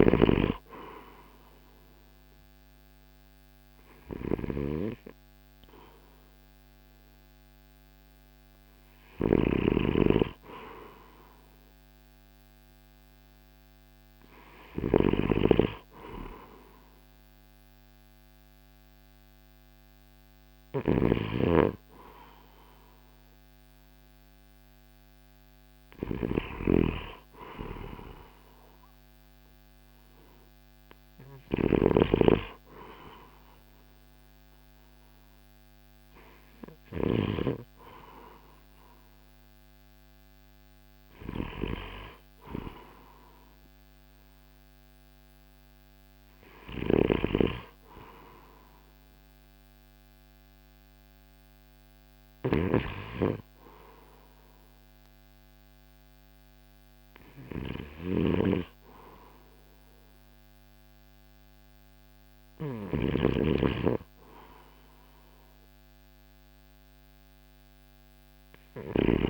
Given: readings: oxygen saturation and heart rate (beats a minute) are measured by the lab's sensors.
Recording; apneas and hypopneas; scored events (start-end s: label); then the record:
breathing in sleep by a microphone on the trachea; none
8.50-37.00 s: snoring (device-marked)
46.50-62.50 s: snoring (device-marked)
From the record:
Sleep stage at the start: N2 (light sleep); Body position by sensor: on the right side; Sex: male